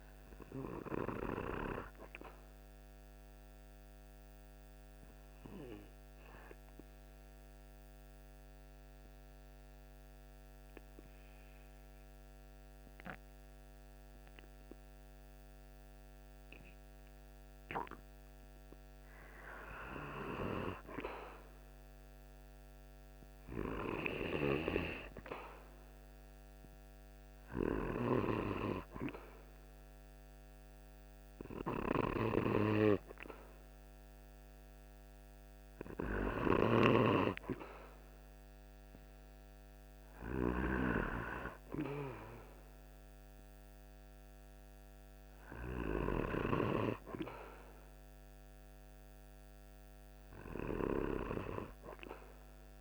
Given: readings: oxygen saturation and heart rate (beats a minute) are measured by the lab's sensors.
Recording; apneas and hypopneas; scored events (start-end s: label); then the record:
breathing in sleep by a microphone on the trachea; 1
3.00-18.00 s: obstructive apnea (oxygen 96% before, 93% lowest, heart rate 48 before, 47 extreme, up 1 after)
8.00-52.81 s: new sleep stage, REM sleep
20.50-25.00 s: arousal
36.00-40.50 s: snoring (device-marked)
39.00-51.00 s: oxygen desaturation (device-marked, oxygen 96% before, 93% lowest, heart rate 49 before, 46 extreme)
From the record:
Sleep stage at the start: N2 (light sleep); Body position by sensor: on the right side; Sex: male